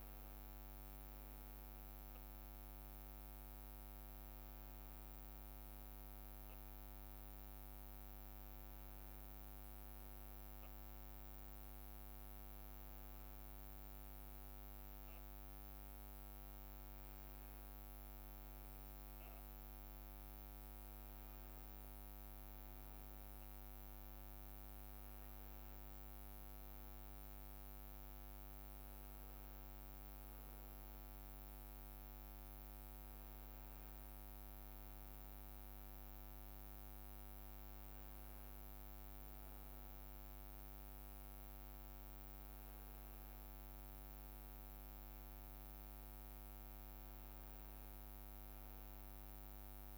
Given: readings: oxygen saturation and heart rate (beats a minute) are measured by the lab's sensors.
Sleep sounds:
breathing in sleep, hard to hear, by a microphone on the trachea; none
none scored
From the record:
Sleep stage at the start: N1 (lightest sleep); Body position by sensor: on the back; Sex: male

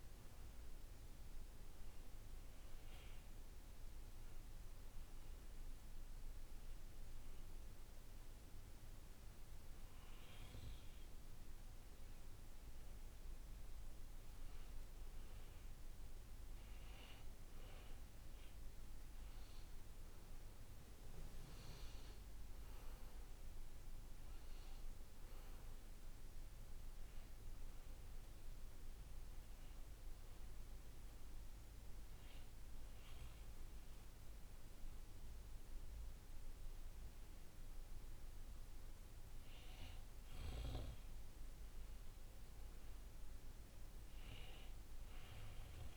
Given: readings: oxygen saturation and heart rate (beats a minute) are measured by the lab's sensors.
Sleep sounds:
breathing in sleep, hard to hear, by a room microphone; 2
0.00-11.00 s: oxygen desaturation (device-marked, oxygen 94% lowest, heart rate 56 extreme)
2.00-13.00 s: hypopnea (oxygen 98% before, 93% lowest, heart rate 62 before, 56 extreme, up 4 after)
18.00-22.50 s: arousal
28.00-40.50 s: hypopnea (oxygen 96% before, 93% lowest, heart rate 60 before, 58 extreme, up 4 after)
42.50-45.00 s: arousal
From the record:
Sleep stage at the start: N2 (light sleep); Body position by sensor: on the back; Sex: male

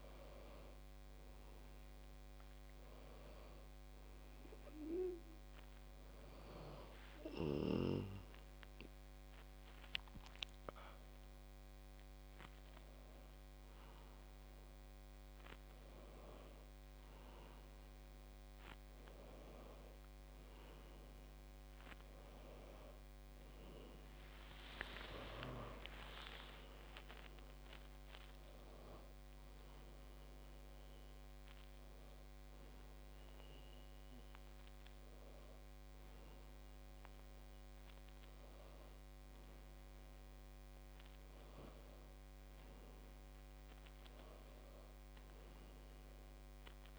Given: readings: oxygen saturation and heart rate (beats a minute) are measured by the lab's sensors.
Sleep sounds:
breathing in sleep by a microphone on the trachea; none
18.50-46.99 s: new sleep stage, N1 (lightest sleep)
25.50-31.00 s: arousal
From the record:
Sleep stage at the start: N2 (light sleep); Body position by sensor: on the back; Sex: female

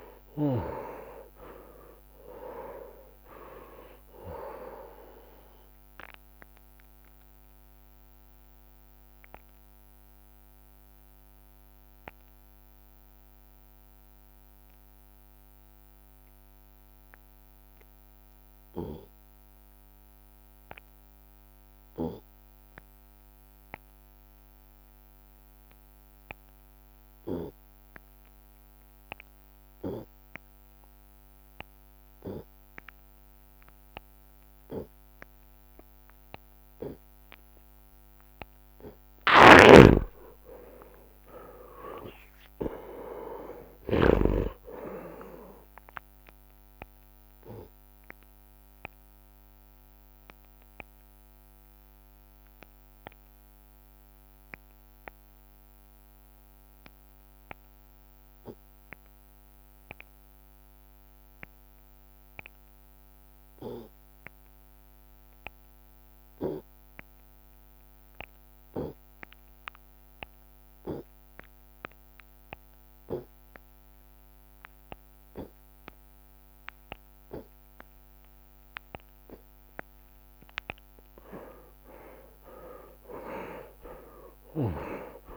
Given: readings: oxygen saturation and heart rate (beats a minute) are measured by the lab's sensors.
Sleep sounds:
breathing in sleep by a microphone on the trachea; 2
0.00-1.00 s: snoring (device-marked)
0.00-34.50 s: oxygen desaturation (device-marked, oxygen 85% lowest)
6.50-38.50 s: obstructive apnea (oxygen 99% before, 85% lowest)
39.50-44.50 s: snoring (device-marked)
40.00-44.50 s: arousal
47.50-79.50 s: obstructive apnea (oxygen 99% before, 84% lowest)
64.50-77.50 s: oxygen desaturation (device-marked, oxygen 97% before, 86% lowest)
81.50-85.37 s: arousal
From the record:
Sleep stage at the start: N2 (light sleep); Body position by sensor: on the right side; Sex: male

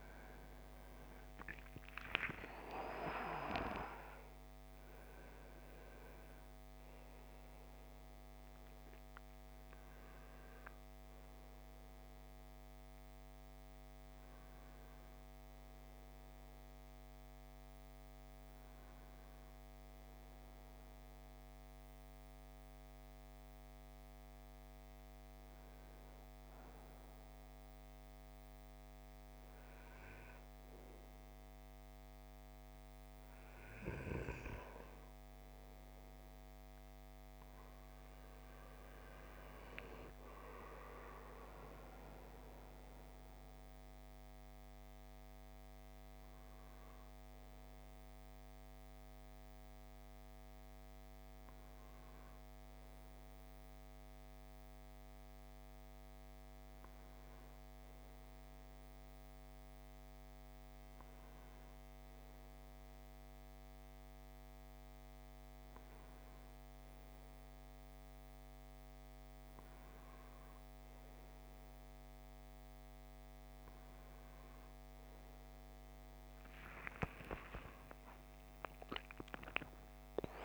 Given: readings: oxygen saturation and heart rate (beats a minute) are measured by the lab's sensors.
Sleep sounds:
breathing in sleep by a microphone on the trachea; 1
0.50-3.50 s: arousal
21.50-32.50 s: hypopnea (oxygen 93% before, 92% lowest, heart rate 68 before, 53 extreme, up 8 after)
35.50-39.50 s: arousal
44.50-69.50 s: oxygen desaturation (device-marked, oxygen 96% before, 92% lowest, heart rate 57 before, 55 extreme)
77.00-80.44 s: arousal
From the record:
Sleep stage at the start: N1 (lightest sleep); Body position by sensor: on the right side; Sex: male

